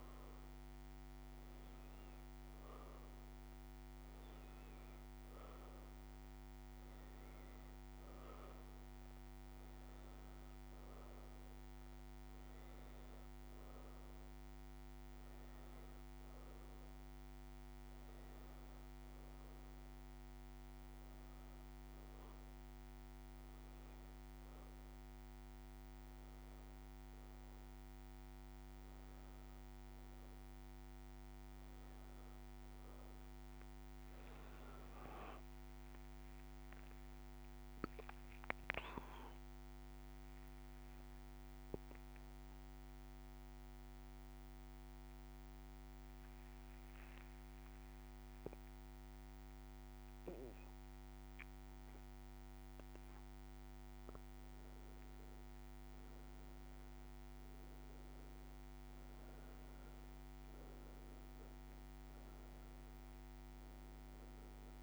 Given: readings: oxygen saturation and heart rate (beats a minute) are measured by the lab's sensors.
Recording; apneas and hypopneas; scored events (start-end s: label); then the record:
breathing in sleep, hard to hear, by a microphone on the trachea; 1
0.00-1.00 s: arousal
7.00-24.00 s: oxygen desaturation (device-marked, oxygen 95% before, 91% lowest, heart rate 75 before, 66 extreme)
17.50-31.00 s: hypopnea (oxygen 96% before, 88% lowest, heart rate 76 before, 66 extreme, up 52 after)
33.00-37.00 s: arousal
From the record:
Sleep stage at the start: N1 (lightest sleep); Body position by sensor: on the back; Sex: female